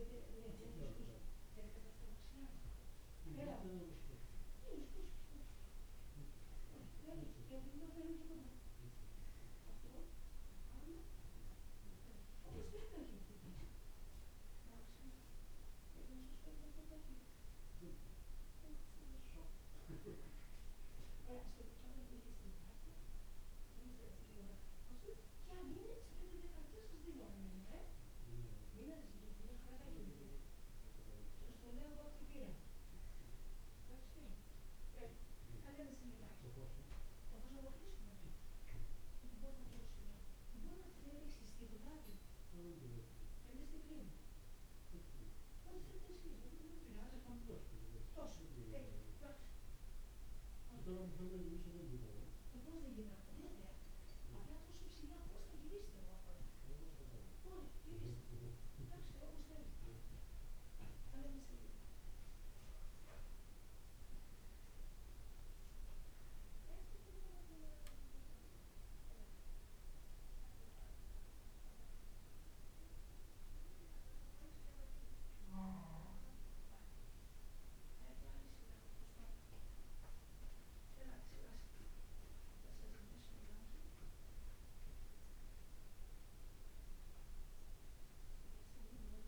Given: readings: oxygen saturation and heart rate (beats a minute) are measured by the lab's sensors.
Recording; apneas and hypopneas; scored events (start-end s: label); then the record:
breathing in sleep by a room microphone; none
none scored
From the record:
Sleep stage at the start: N2 (light sleep); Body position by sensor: on the back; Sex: male